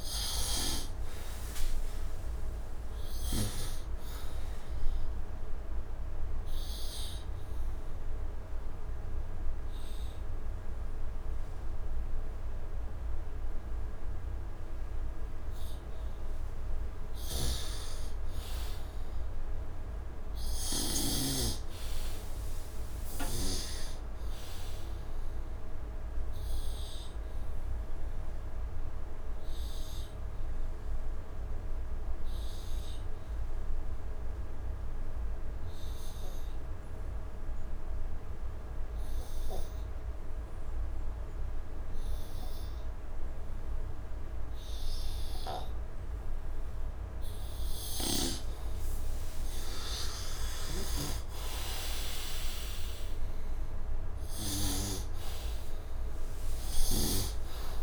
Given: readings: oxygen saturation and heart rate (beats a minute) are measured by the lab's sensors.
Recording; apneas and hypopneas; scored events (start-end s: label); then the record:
breathing in sleep by a room microphone; 2
0.00-8.50 s: oxygen desaturation (device-marked, oxygen 90% lowest, heart rate 75 extreme)
5.00-16.00 s: obstructive apnea (oxygen 100% before, 85% lowest, heart rate 81 before, 74 extreme, up 5 after)
16.50-21.00 s: snoring (device-marked)
18.00-23.00 s: arousal
20.50-35.50 s: oxygen desaturation (device-marked, oxygen 98% before, 90% lowest, heart rate 77 before, 74 extreme)
28.50-46.00 s: obstructive apnea (oxygen 98% before, 85% lowest, heart rate 78 before, 74 extreme, up 15 after)
43.50-57.83 s: oxygen desaturation (device-marked, oxygen 98% before, 85% lowest, heart rate 76 before, 75 extreme)
48.50-53.00 s: arousal
From the record:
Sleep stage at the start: N2 (light sleep); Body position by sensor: on the right side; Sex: male